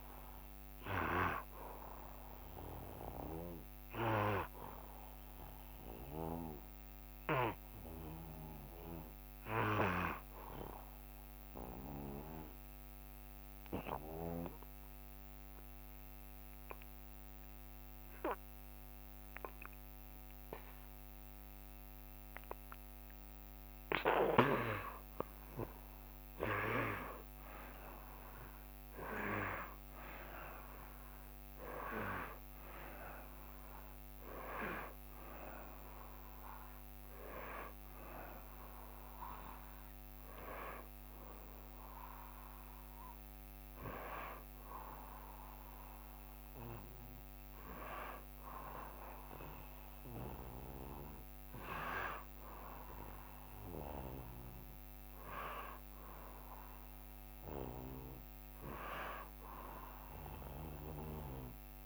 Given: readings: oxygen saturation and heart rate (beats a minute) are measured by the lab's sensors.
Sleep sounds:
breathing in sleep by a microphone on the trachea; 1
12.00-24.00 s: obstructive apnea (oxygen 92% before, 84% lowest, heart rate 68 before, 67 extreme, up 1 after)
22.50-54.50 s: oxygen desaturation (device-marked, oxygen 91% before, 84% lowest, heart rate 68 before, 66 extreme)
27.00-32.00 s: arousal
57.50-61.86 s: arousal
From the record:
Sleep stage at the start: N1 (lightest sleep); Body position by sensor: on the back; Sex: male

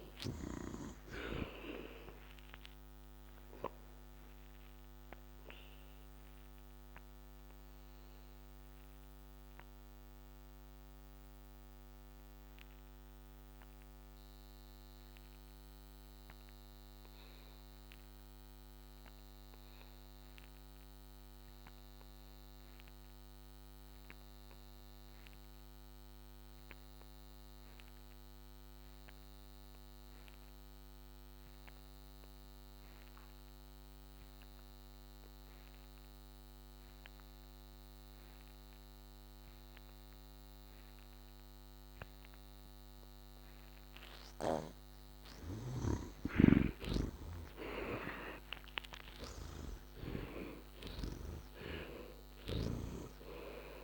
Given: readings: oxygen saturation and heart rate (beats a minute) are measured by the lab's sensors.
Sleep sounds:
breathing in sleep by a microphone on the trachea; 1
0.00-17.00 s: oxygen desaturation (device-marked, oxygen 61% lowest, heart rate 65 extreme)
3.00-42.00 s: obstructive apnea (oxygen 87% before, 61% lowest, heart rate 75 before, 65 extreme, up 20 after)
46.50-51.00 s: arousal
49.00-52.50 s: snoring (device-marked)
From the record:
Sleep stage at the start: N2 (light sleep); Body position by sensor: on the back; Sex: male

